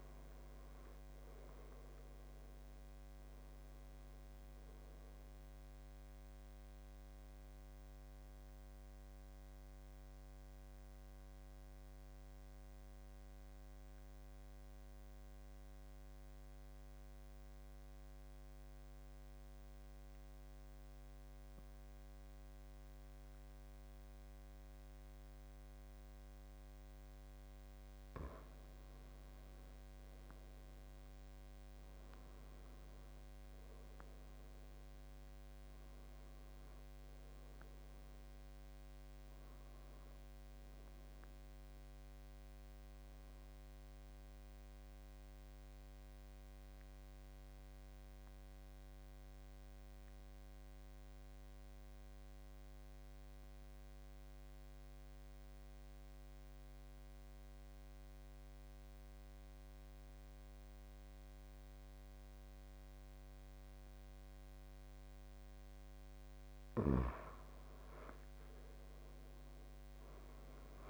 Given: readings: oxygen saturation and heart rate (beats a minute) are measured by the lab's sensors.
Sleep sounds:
breathing in sleep, hard to hear, by a microphone on the trachea; 2
0.00-18.50 s: oxygen desaturation (device-marked, oxygen 87% lowest, heart rate 65 extreme)
8.00-28.00 s: mixed apnea (oxygen 92% before, 86% lowest, heart rate 89 before, 65 extreme, up 12 after)
29.50-33.50 s: arousal
34.50-52.50 s: oxygen desaturation (device-marked, oxygen 97% before, 87% lowest, heart rate 77 before, 68 extreme)
44.00-65.50 s: obstructive apnea (oxygen 97% before, 86% lowest, heart rate 81 before, 63 extreme, up 14 after)
65.50-70.89 s: oxygen desaturation (device-marked, oxygen 96% before, 86% lowest, heart rate 73 before, 63 extreme)
67.50-70.89 s: arousal
From the record:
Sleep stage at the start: N2 (light sleep); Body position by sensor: on the back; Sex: male

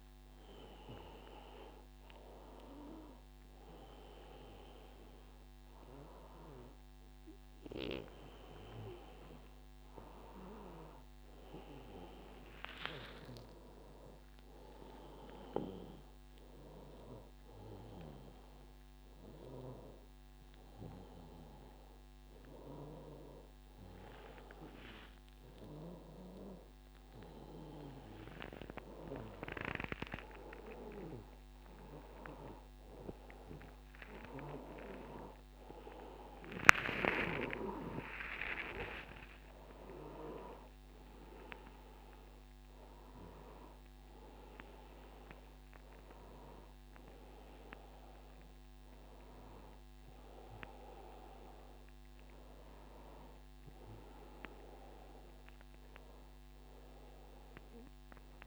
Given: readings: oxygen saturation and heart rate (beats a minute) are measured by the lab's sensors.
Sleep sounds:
a person awake in a sleep study, by a microphone on the trachea; none
48.50-58.47 s: new sleep stage, N1 (lightest sleep)
From the record:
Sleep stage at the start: awake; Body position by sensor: on the back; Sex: male

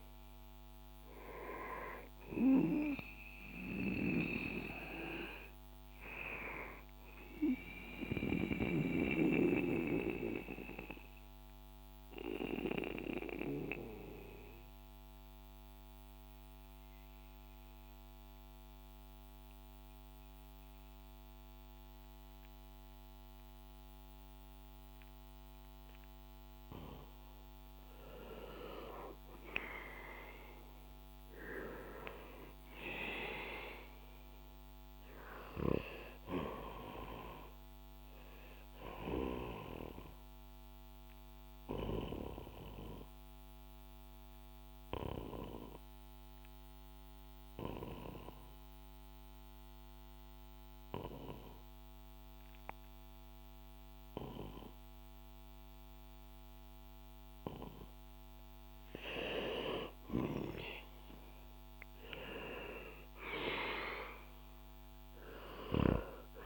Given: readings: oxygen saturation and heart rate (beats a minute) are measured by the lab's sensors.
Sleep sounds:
breathing in sleep by a microphone on the trachea; 2
0.00-20.00 s: oxygen desaturation (device-marked, oxygen 92% lowest, heart rate 63 extreme)
8.50-27.00 s: mixed apnea (oxygen 98% before, 92% lowest, heart rate 68 before, 63 extreme, up 3 after)
30.50-35.00 s: arousal
35.00-55.00 s: oxygen desaturation (device-marked, oxygen 98% before, 94% lowest, heart rate 67 before, 61 extreme)
40.50-58.00 s: obstructive apnea (oxygen 98% before, 93% lowest, heart rate 67 before, 61 extreme, up 3 after)
60.50-64.00 s: arousal
From the record:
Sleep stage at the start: N2 (light sleep); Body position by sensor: on the back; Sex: male

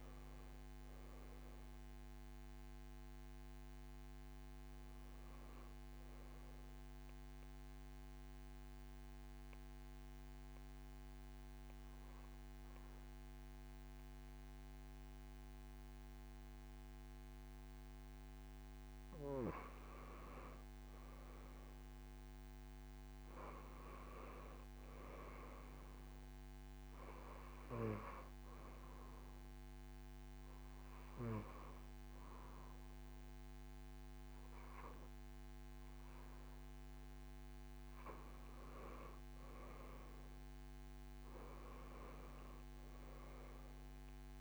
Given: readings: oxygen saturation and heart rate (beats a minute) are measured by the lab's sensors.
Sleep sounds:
breathing in sleep by a microphone on the trachea; 1
0.00-2.50 s: arousal
3.00-6.00 s: tachycardia (device-marked)
6.00-19.00 s: mixed apnea (oxygen 98% before, 92% lowest)
24.00-34.00 s: oxygen desaturation (device-marked, oxygen 98% before, 95% lowest)
From the record:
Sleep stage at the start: N2 (light sleep); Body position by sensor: on the back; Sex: female

